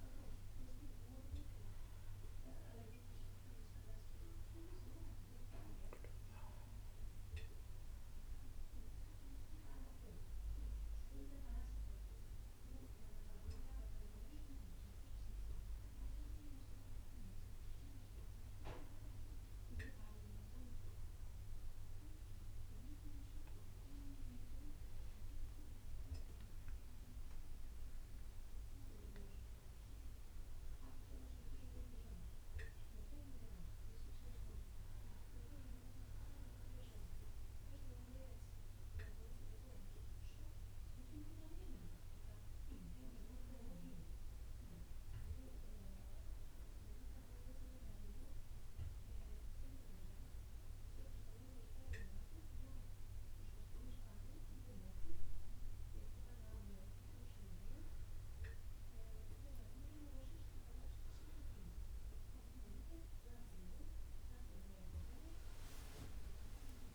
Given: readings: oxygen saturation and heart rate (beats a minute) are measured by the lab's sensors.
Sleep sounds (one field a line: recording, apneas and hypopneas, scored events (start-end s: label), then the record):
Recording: breathing in sleep by a room microphone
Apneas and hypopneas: 2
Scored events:
0.00-2.00 s: long interval between heartbeats (device-marked)
7.50-22.50 s: obstructive apnea (oxygen 98% before, 96% lowest)
19.50-47.50 s: bradycardia (device-marked)
25.50-30.50 s: arousal
49.00-60.50 s: hypopnea (oxygen 98% before, 96% lowest)
63.50-66.95 s: arousal
From the record:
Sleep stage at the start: N1 (lightest sleep)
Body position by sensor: on the back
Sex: male